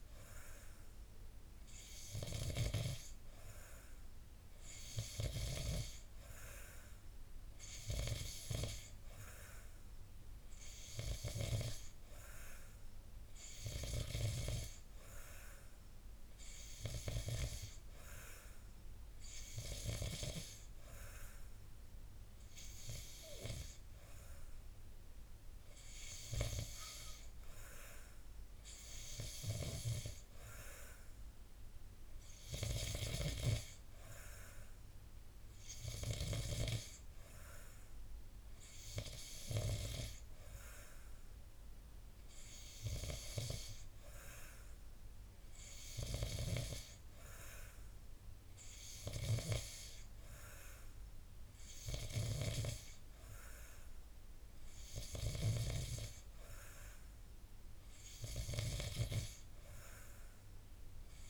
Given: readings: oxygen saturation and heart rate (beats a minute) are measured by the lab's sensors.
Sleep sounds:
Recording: breathing in sleep by a room microphone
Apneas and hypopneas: none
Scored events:
none scored
From the record:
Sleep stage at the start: N2 (light sleep)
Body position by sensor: on the back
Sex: male

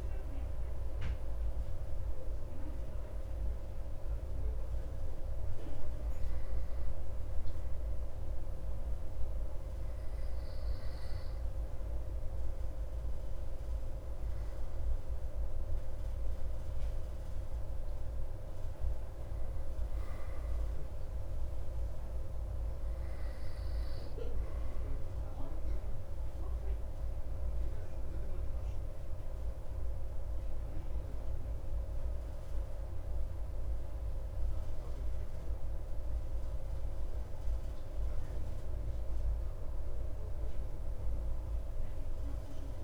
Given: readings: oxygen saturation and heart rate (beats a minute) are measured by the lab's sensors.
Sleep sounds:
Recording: breathing in sleep, hard to hear, by a room microphone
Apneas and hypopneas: 1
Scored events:
2.00-14.00 s: hypopnea (oxygen 97% before, 96% lowest)
17.50-22.00 s: arousal
From the record:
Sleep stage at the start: N2 (light sleep)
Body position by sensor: on the back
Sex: male

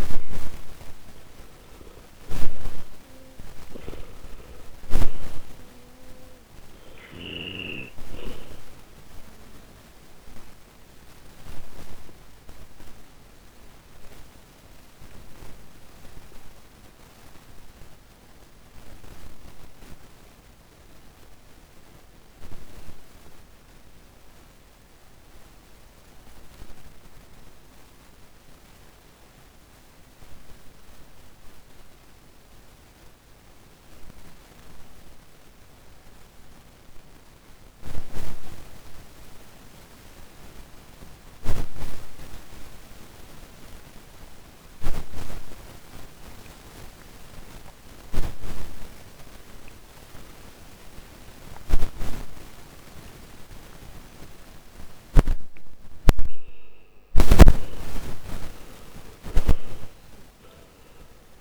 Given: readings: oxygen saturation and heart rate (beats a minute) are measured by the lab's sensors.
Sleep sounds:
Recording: breathing in sleep by a microphone on the trachea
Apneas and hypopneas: 1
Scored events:
7.50-55.00 s: obstructive apnea (oxygen 98% before, 82% lowest, heart rate 61 before, 49 extreme, up 19 after)
20.00-39.00 s: oxygen desaturation (device-marked, oxygen 97% before, 82% lowest, heart rate 59 before, 50 extreme)
56.50-60.50 s: arousal
From the record:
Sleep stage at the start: N2 (light sleep)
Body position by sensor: on the back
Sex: male

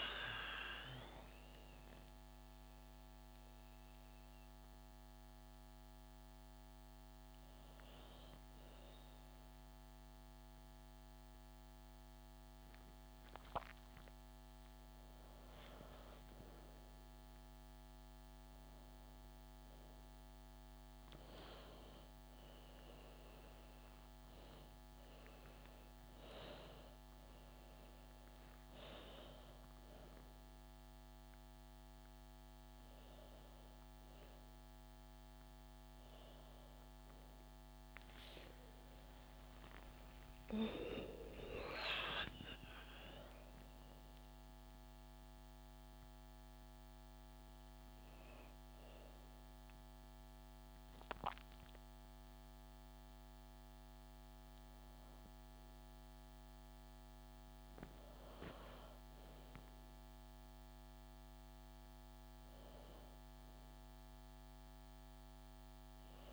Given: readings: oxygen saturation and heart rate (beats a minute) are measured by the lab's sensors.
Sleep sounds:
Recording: a person partly awake in a sleep study, by a microphone on the trachea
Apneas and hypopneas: none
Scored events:
9.50-66.33 s: new sleep stage, N1 (lightest sleep)
40.50-45.00 s: arousal
From the record:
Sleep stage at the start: awake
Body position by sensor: on the back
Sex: female

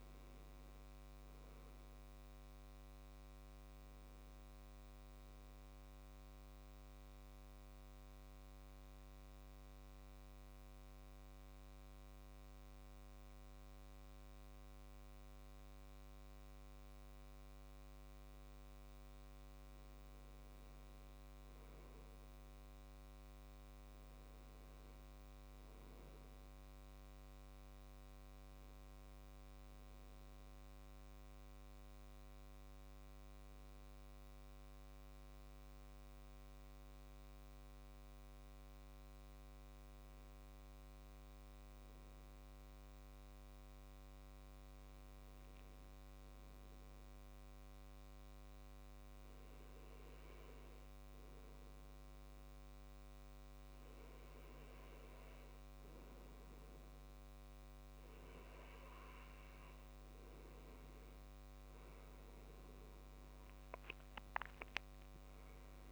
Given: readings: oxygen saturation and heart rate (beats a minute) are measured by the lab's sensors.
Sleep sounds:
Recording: breathing in sleep, hard to hear, by a microphone on the trachea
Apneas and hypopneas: 2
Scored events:
4.50-17.50 s: obstructive apnea (oxygen 98% before, 94% lowest, heart rate 74 before, 64 extreme, up 6 after)
20.00-23.50 s: arousal
31.00-55.00 s: hypopnea (oxygen 98% before, 95% lowest, heart rate 67 before, 64 extreme, up 7 after)
62.50-65.92 s: arousal
From the record:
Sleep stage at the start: N2 (light sleep)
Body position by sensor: on the left side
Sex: male

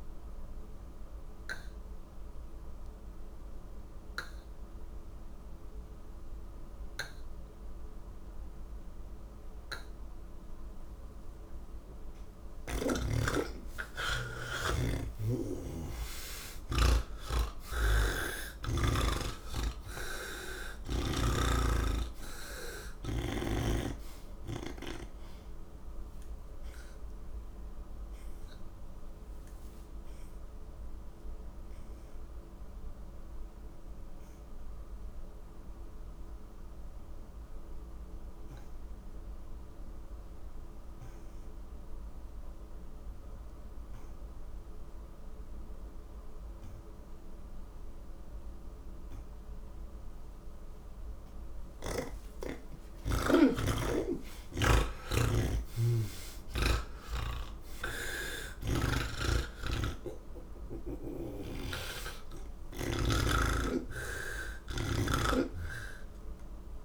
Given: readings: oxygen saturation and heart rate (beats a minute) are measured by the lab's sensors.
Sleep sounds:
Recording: breathing in sleep by a room microphone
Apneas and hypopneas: none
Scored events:
13.00-19.00 s: oxygen desaturation (device-marked, oxygen 99% before, 91% lowest, heart rate 77 before, 37 extreme)
17.00-21.00 s: snoring (device-marked)
23.00-66.85 s: new sleep stage, N1 (lightest sleep)
27.00-42.00 s: oxygen desaturation (device-marked, oxygen 93% before, 86% lowest, heart rate 85 before, 53 extreme)
54.00-58.50 s: snoring (device-marked)
64.00-66.85 s: oxygen desaturation (device-marked, oxygen 93% before, 85% lowest)
From the record:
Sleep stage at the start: N3 (deep sleep)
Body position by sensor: on the back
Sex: male

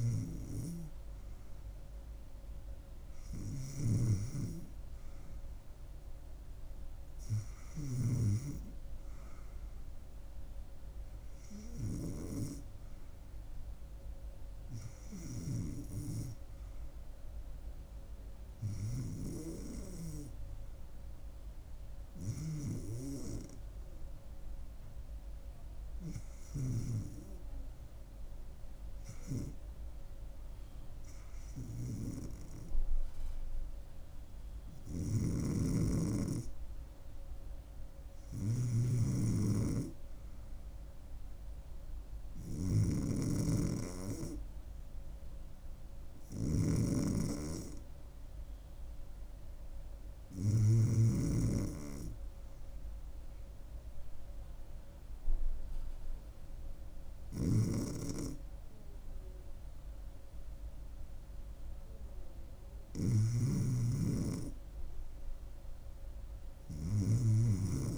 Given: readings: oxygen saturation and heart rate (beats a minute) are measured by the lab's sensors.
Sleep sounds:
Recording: breathing in sleep by a room microphone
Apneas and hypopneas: 1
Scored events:
3.50-8.00 s: snoring (device-marked)
35.00-51.00 s: snoring (device-marked)
40.00-43.50 s: arousal
47.50-62.50 s: hypopnea (oxygen 96% before, 91% lowest, heart rate 79 before, 77 extreme, up 5 after)
57.00-67.00 s: snoring (device-marked)
65.00-67.98 s: arousal
From the record:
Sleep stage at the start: REM sleep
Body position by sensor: on the back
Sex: female

